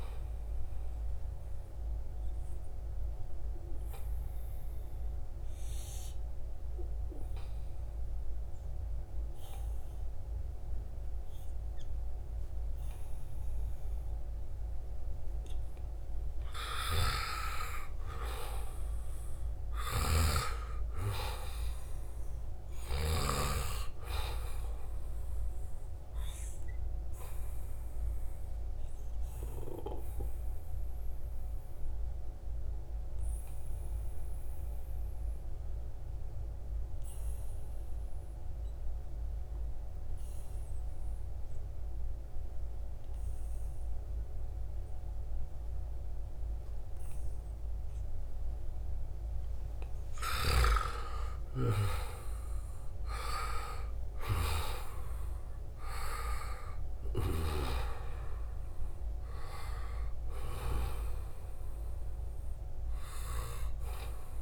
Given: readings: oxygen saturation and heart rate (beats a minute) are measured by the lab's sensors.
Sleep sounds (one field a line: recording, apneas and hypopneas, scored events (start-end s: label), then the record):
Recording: breathing in sleep by a room microphone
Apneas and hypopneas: 2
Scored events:
3.00-16.50 s: obstructive apnea (oxygen 97% before, 89% lowest, heart rate 82 before, 74 extreme, up 9 after)
12.50-14.50 s: long interval between heartbeats (device-marked, heart rate 80 before, 86 extreme)
17.50-21.50 s: arousal
19.50-36.50 s: oxygen desaturation (device-marked, oxygen 96% before, 92% lowest, heart rate 82 before, 70 extreme)
20.00-23.50 s: snoring (device-marked)
27.00-48.50 s: obstructive apnea (oxygen 97% before, 89% lowest, heart rate 81 before, 70 extreme, up 4 after)
50.00-56.00 s: arousal
50.50-64.42 s: oxygen desaturation (device-marked, oxygen 96% before, 89% lowest, heart rate 74 before, 67 extreme)
From the record:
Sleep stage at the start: N2 (light sleep)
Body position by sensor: on the right side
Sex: male